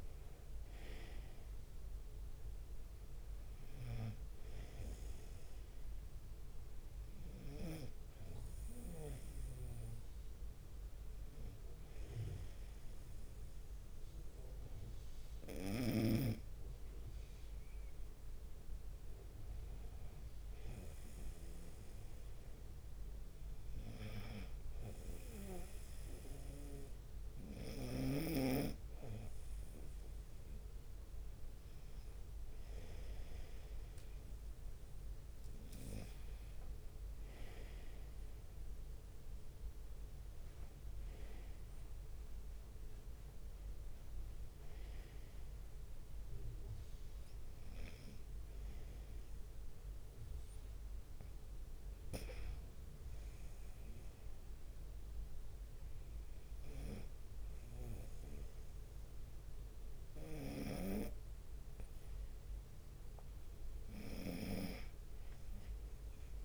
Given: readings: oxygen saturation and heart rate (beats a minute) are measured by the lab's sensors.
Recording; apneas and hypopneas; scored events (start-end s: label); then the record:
breathing in sleep by a room microphone; 2
4.00-18.00 s: oxygen desaturation (device-marked, oxygen 98% before, 92% lowest, heart rate 67 before, 65 extreme)
8.00-21.50 s: hypopnea (oxygen 98% before, 91% lowest, heart rate 67 before, 65 extreme, up 0 after)
8.50-11.50 s: leg movement (device-marked)
23.00-27.50 s: arousal
27.00-29.00 s: leg movement (device-marked)
49.50-62.00 s: hypopnea (oxygen 95% before, 91% lowest, heart rate 67 before, 67 extreme, up 2 after)
52.00-53.50 s: leg movement (device-marked)
64.50-66.45 s: arousal
From the record:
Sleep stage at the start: N2 (light sleep); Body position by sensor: on the right side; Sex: male